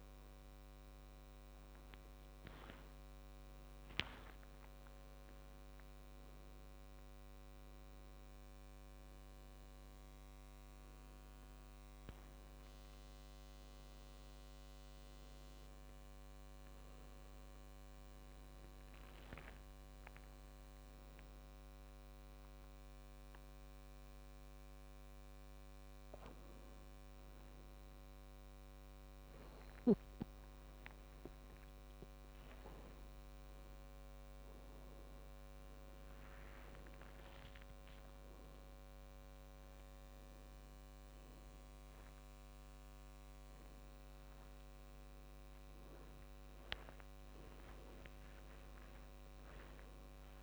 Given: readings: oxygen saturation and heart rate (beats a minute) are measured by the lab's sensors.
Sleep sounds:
a person awake in a sleep study, hard to hear, by a microphone on the trachea; none
15.00-34.00 s: oxygen desaturation (device-marked, oxygen 96% before, 92% lowest, heart rate 75 before, 75 extreme)
From the record:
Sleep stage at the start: awake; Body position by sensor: on the back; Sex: male

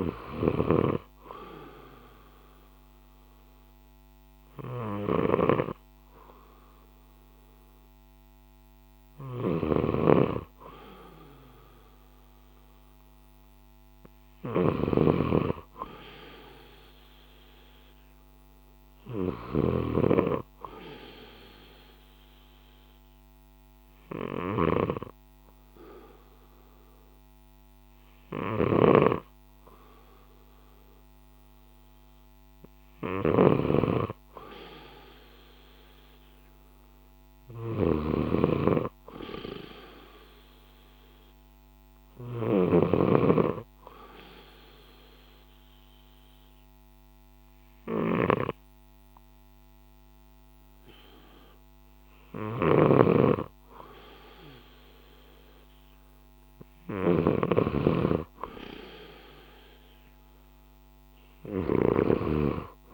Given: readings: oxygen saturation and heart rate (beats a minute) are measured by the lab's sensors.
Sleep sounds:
breathing in sleep by a microphone on the trachea; 1
0.00-62.93 s: snoring (device-marked)
9.00-20.00 s: oxygen desaturation (device-marked, oxygen 96% before, 92% lowest, heart rate 59 before, 57 extreme)
21.50-33.00 s: obstructive apnea (oxygen 96% before, 91% lowest, heart rate 59 before, 57 extreme, up 4 after)
36.00-39.50 s: arousal
48.00-57.00 s: oxygen desaturation (device-marked, oxygen 94% before, 91% lowest, heart rate 59 before, 58 extreme)
From the record:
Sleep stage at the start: N2 (light sleep); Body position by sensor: on the left side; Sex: male

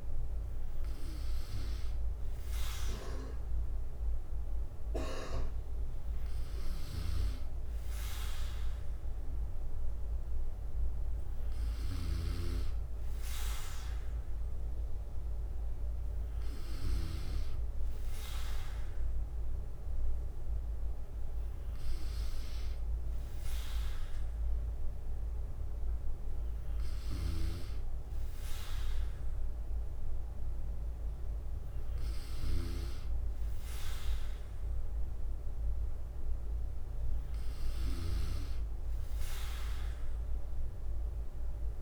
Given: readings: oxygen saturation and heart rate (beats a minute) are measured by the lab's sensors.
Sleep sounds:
breathing in sleep by a room microphone; none
2.00-5.00 s: bradycardia (device-marked, heart rate 59 before, 59 extreme)
16.00-27.00 s: bradycardia (device-marked, heart rate 59 before, 58 extreme)
From the record:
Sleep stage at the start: N3 (deep sleep); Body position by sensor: on the back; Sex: male

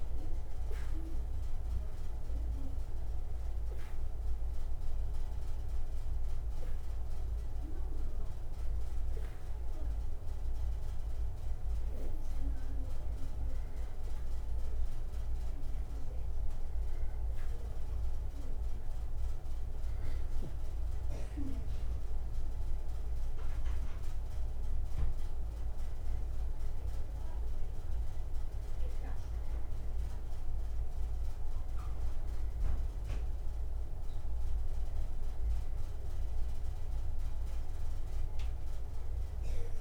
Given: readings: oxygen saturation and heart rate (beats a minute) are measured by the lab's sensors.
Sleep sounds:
breathing in sleep, hard to hear, by a room microphone; 1
6.50-23.50 s: hypopnea (oxygen 96% before, 93% lowest, heart rate 63 before, 61 extreme, up 3 after)
26.00-30.00 s: arousal
From the record:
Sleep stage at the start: N2 (light sleep); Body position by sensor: on the back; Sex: male

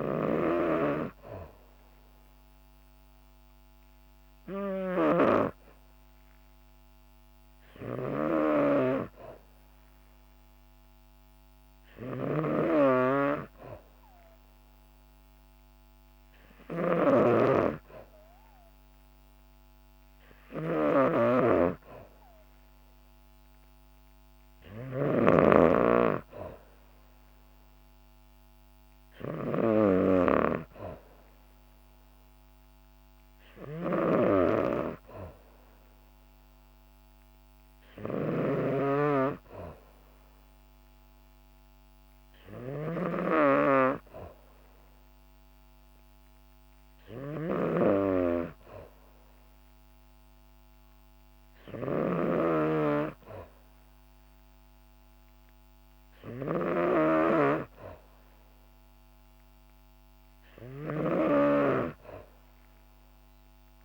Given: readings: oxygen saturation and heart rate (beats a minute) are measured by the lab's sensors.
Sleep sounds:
breathing in sleep by a microphone on the trachea; none
0.00-63.85 s: snoring (device-marked)
From the record:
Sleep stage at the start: N2 (light sleep); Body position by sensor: on the back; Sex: female

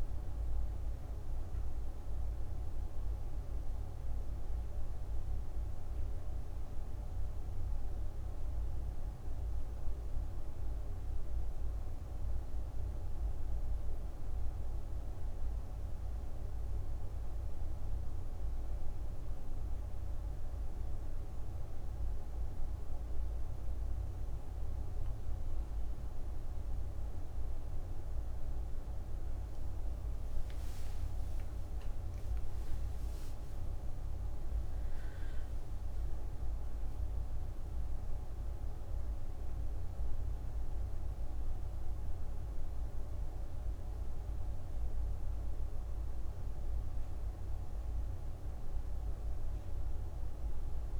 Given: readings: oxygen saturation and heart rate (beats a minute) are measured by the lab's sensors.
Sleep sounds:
breathing in sleep, hard to hear, by a room microphone; 1
0.00-6.00 s: oxygen desaturation (device-marked, oxygen 90% lowest, heart rate 59 extreme)
14.00-27.50 s: hypopnea (oxygen 94% before, 88% lowest, heart rate 77 before, 30 extreme, up 19 after)
29.00-51.00 s: oxygen desaturation (device-marked, oxygen 98% before, 88% lowest, heart rate 64 before, 30 extreme)
30.00-34.00 s: arousal
From the record:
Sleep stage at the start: N1 (lightest sleep); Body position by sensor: on the back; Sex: female

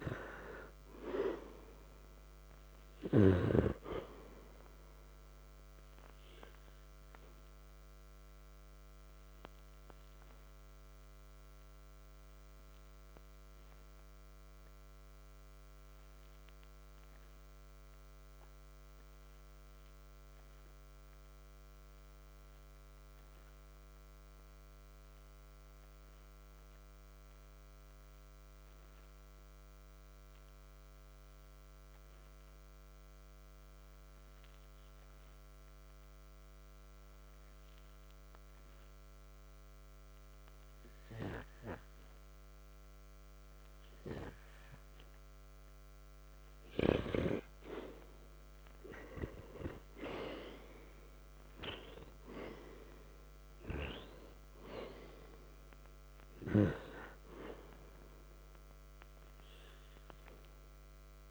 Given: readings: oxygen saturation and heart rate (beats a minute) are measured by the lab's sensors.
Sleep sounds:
breathing in sleep by a microphone on the trachea; 1
7.00-47.00 s: hypopnea (oxygen 98% before, 83% lowest, heart rate 55 before, 51 extreme, up 9 after)
9.50-42.50 s: oxygen desaturation (device-marked, oxygen 95% before, 84% lowest, heart rate 56 before, 51 extreme)
49.00-53.00 s: arousal
From the record:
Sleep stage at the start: N2 (light sleep); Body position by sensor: on the back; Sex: male

